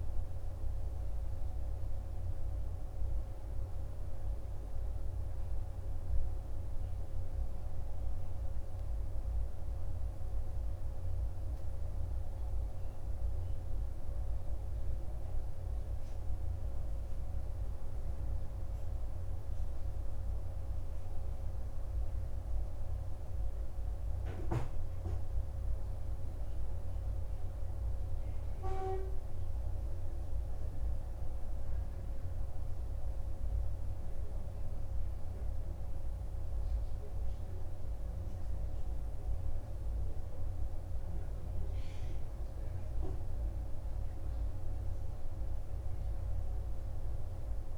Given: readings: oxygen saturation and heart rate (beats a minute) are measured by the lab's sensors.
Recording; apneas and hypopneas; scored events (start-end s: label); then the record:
breathing in sleep, hard to hear, by a room microphone; none
none scored
From the record:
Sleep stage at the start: N2 (light sleep); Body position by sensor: on the right side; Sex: male